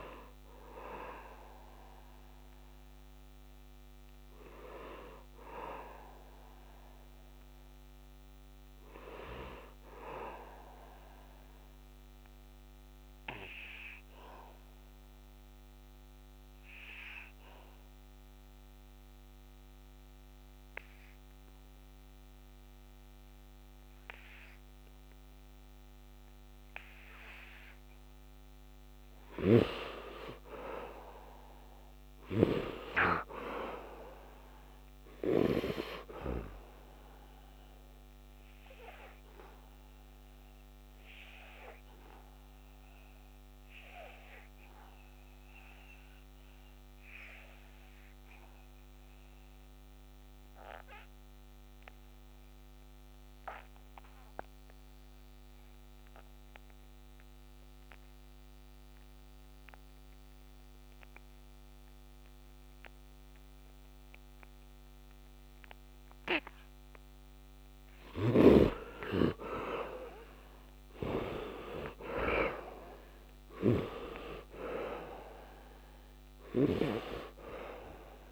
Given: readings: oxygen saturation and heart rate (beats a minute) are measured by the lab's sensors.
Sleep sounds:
breathing in sleep by a microphone on the trachea; 2
0.00-8.50 s: oxygen desaturation (device-marked, oxygen 64% lowest, heart rate 66 extreme)
11.00-25.50 s: obstructive apnea (oxygen 88% before, 71% lowest, heart rate 75 before, 66 extreme, up 13 after)
27.00-31.00 s: arousal
31.50-50.50 s: oxygen desaturation (device-marked, oxygen 98% before, 81% lowest, heart rate 71 before, 69 extreme)
35.50-65.00 s: obstructive apnea (oxygen 99% before, 71% lowest, heart rate 72 before, 68 extreme, up 4 after)
55.50-78.32 s: oxygen desaturation (device-marked, oxygen 98% before, 71% lowest, heart rate 73 before, 68 extreme)
68.50-73.00 s: arousal
From the record:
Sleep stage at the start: N2 (light sleep); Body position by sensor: on the back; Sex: male

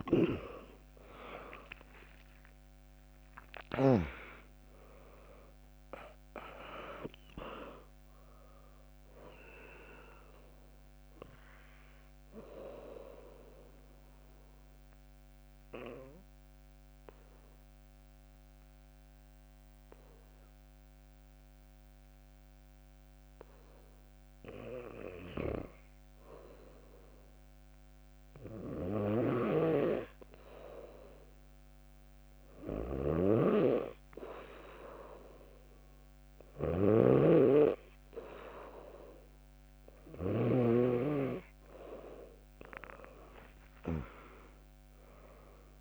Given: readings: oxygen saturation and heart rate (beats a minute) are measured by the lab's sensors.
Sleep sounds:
breathing in sleep by a microphone on the trachea; 1
0.00-3.50 s: arousal
0.50-12.50 s: drop in pulse transit time (device-marked, heart rate 73 before, 63 extreme)
10.50-26.50 s: obstructive apnea (oxygen 100% before, 97% lowest, heart rate 71 before, 58 extreme)
27.50-29.50 s: bradycardia (device-marked, heart rate 74 before, 62 extreme)
28.50-32.00 s: arousal
33.00-40.50 s: snoring (device-marked)
43.50-45.81 s: drop in pulse transit time (device-marked, heart rate 64 before, 71 extreme)
From the record:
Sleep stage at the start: N2 (light sleep); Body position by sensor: on the back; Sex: female

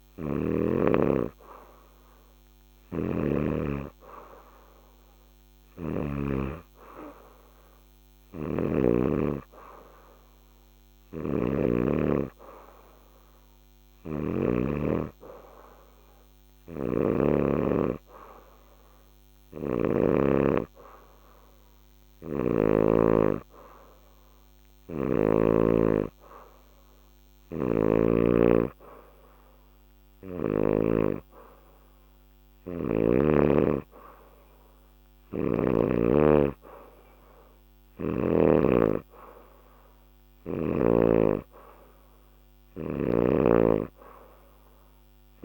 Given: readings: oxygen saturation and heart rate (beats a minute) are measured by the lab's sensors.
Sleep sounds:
breathing in sleep by a microphone on the trachea; none
2.50-6.00 s: snoring (device-marked)
10.50-17.00 s: snoring (device-marked)
19.00-22.50 s: snoring (device-marked)
27.00-30.50 s: snoring (device-marked)
From the record:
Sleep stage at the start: N2 (light sleep); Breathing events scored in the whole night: 207 in 4.6 hours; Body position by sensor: on the back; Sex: female

